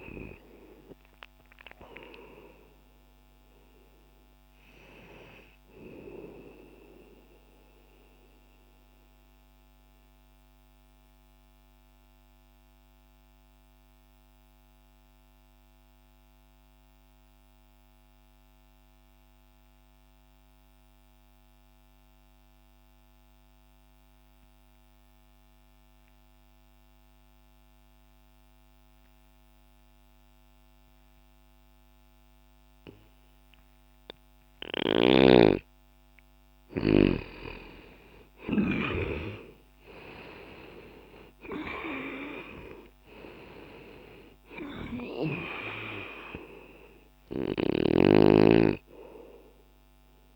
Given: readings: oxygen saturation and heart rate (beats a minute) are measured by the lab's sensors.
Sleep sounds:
breathing in sleep by a microphone on the trachea; 1
0.00-8.50 s: oxygen desaturation (device-marked, oxygen 88% lowest, heart rate 60 extreme)
7.00-36.50 s: mixed apnea (oxygen 97% before, 83% lowest, heart rate 66 before, 60 extreme, up 20 after)
21.50-32.50 s: oxygen desaturation (device-marked, oxygen 90% before, 83% lowest, heart rate 62 before, 60 extreme)
38.00-42.00 s: arousal
38.50-46.50 s: oxygen desaturation (device-marked, oxygen 97% before, 92% lowest, heart rate 64 before, 60 extreme)
From the record:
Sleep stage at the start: N2 (light sleep); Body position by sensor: on the back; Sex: male

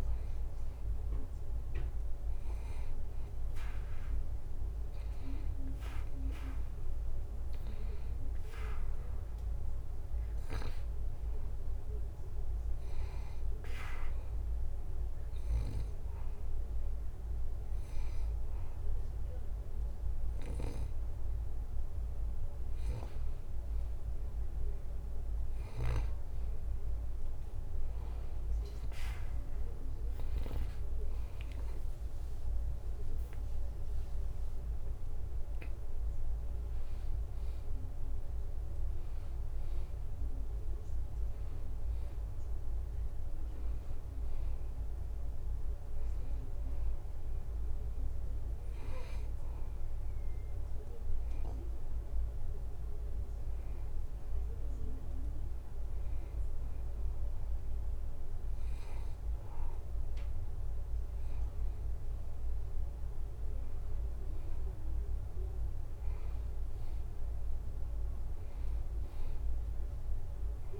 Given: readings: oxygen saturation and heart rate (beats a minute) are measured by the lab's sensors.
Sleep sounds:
breathing in sleep by a room microphone; 1
6.00-9.50 s: arousal
13.00-23.00 s: hypopnea (oxygen 93% before, 90% lowest, heart rate 82 before, 81 extreme, up 1 after)
26.00-31.00 s: snoring (device-marked)
32.50-37.00 s: arousal
From the record:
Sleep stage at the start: N2 (light sleep); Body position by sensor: on the back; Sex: male

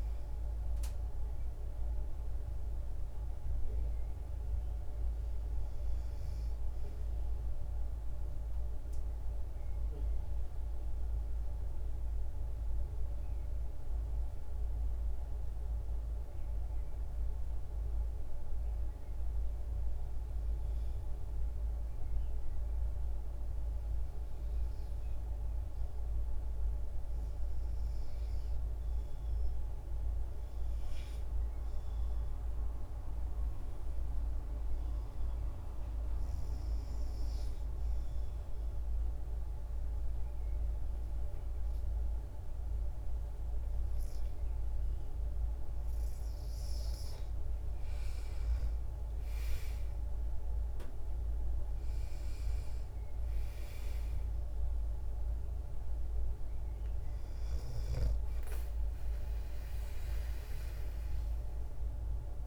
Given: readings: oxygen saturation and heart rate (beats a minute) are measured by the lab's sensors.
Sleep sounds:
breathing in sleep, hard to hear, by a room microphone; 2
0.00-2.00 s: oxygen desaturation (device-marked, oxygen 86% lowest, heart rate 56 extreme)
6.00-26.00 s: obstructive apnea (oxygen 98% before, 87% lowest, heart rate 60 before, 56 extreme, up 3 after)
27.00-62.47 s: oxygen desaturation (device-marked, oxygen 96% before, 87% lowest, heart rate 57 before, 59 extreme)
28.00-31.00 s: arousal
37.50-47.50 s: obstructive apnea (oxygen 97% before, 87% lowest, heart rate 58 before, 60 extreme, up 9 after)
49.00-53.00 s: arousal
From the record:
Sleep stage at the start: REM sleep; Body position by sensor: on the back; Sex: female

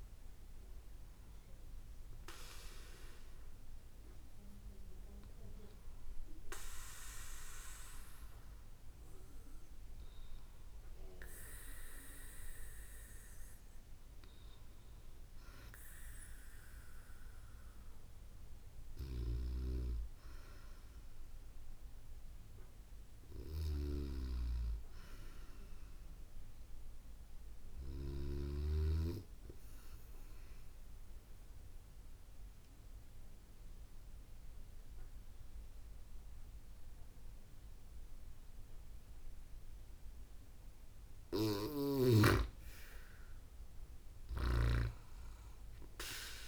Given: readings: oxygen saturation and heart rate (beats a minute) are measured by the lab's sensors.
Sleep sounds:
breathing in sleep by a room microphone; 1
18.00-27.50 s: snoring (device-marked)
28.50-40.50 s: obstructive apnea (oxygen 97% before, 94% lowest, heart rate 66 before, 66 extreme, up 8 after)
43.00-46.48 s: arousal
From the record:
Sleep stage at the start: N2 (light sleep); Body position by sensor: on the back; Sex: female

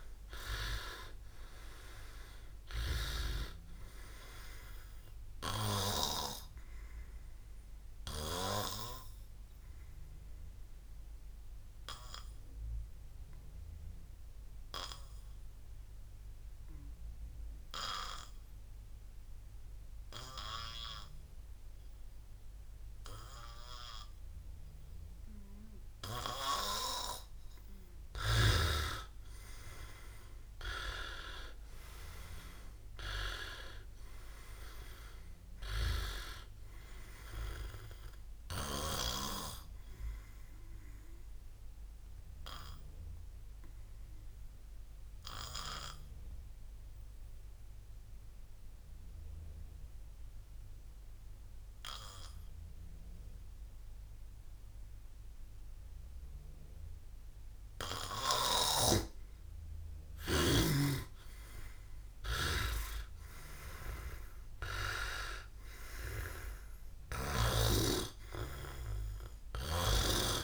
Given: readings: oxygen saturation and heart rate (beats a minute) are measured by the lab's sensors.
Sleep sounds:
breathing in sleep by a room microphone; 2
2.00-31.00 s: oxygen desaturation (device-marked, oxygen 99% before, 90% lowest, heart rate 73 before, 52 extreme)
6.50-27.50 s: obstructive apnea (oxygen 99% before, 90% lowest, heart rate 77 before, 52 extreme)
30.00-35.00 s: arousal
40.00-58.50 s: obstructive apnea (oxygen 99% before, 91% lowest, heart rate 84 before, 44 extreme, up 39 after)
58.00-66.00 s: oxygen desaturation (device-marked, oxygen 95% before, 91% lowest, heart rate 63 before, 44 extreme)
63.50-68.50 s: arousal
From the record:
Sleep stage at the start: N2 (light sleep); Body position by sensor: on the back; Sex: male

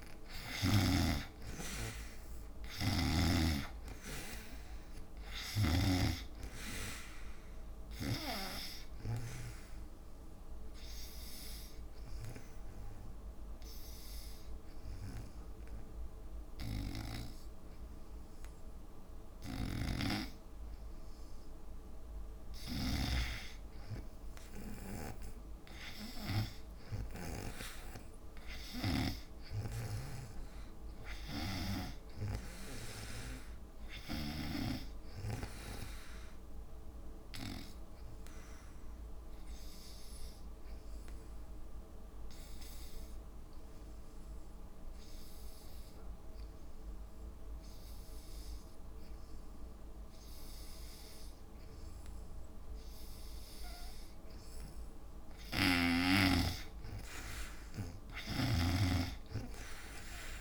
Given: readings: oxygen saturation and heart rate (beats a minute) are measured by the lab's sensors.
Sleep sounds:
breathing in sleep by a room microphone; 2
0.00-24.50 s: oxygen desaturation (device-marked, oxygen 79% lowest, heart rate 56 extreme)
5.50-9.50 s: snoring (device-marked)
11.50-22.00 s: obstructive apnea (oxygen 98% before, 79% lowest, heart rate 65 before, 57 extreme, up 7 after)
19.50-27.50 s: snoring (device-marked)
25.00-29.00 s: arousal
31.50-41.50 s: oxygen desaturation (device-marked, oxygen 95% before, 90% lowest, heart rate 59 before, 65 extreme)
39.00-52.50 s: obstructive apnea (oxygen 95% before, 83% lowest, heart rate 62 before, 56 extreme, up 5 after)
52.50-60.41 s: oxygen desaturation (device-marked, oxygen 94% before, 83% lowest, heart rate 66 before, 56 extreme)
58.00-60.41 s: arousal
58.00-60.41 s: snoring (device-marked)
From the record:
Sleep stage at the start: N2 (light sleep); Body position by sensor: on the back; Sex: female

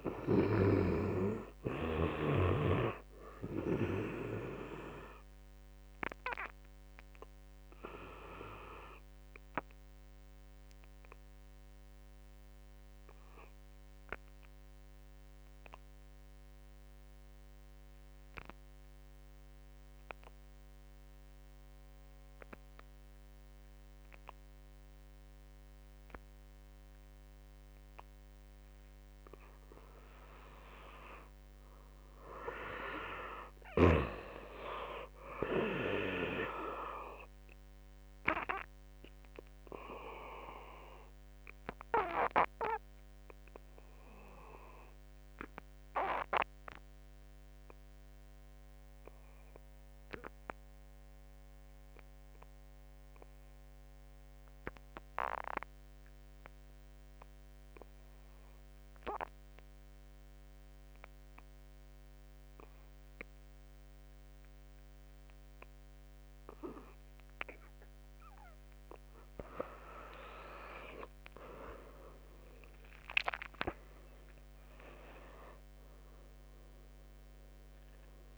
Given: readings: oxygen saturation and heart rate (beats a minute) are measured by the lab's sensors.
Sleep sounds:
breathing in sleep by a microphone on the trachea; 2
0.00-2.50 s: snoring (device-marked)
0.00-18.00 s: oxygen desaturation (device-marked, oxygen 88% lowest, heart rate 49 extreme)
5.00-27.00 s: obstructive apnea (oxygen 98% before, 83% lowest, heart rate 60 before, 49 extreme, up 5 after)
20.00-53.00 s: oxygen desaturation (device-marked, oxygen 98% before, 83% lowest, heart rate 61 before, 49 extreme)
30.00-33.50 s: arousal
33.00-42.00 s: drop in pulse transit time (device-marked, heart rate 59 before, 49 extreme)
37.50-68.00 s: obstructive apnea (oxygen 98% before, 83% lowest, heart rate 60 before, 48 extreme, up 20 after)
55.00-78.38 s: oxygen desaturation (device-marked, oxygen 98% before, 83% lowest, heart rate 54 before, 48 extreme)
70.50-74.50 s: arousal
73.00-78.38 s: drop in pulse transit time (device-marked, heart rate 60 before, 48 extreme)
From the record:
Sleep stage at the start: N2 (light sleep); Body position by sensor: on the back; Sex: male

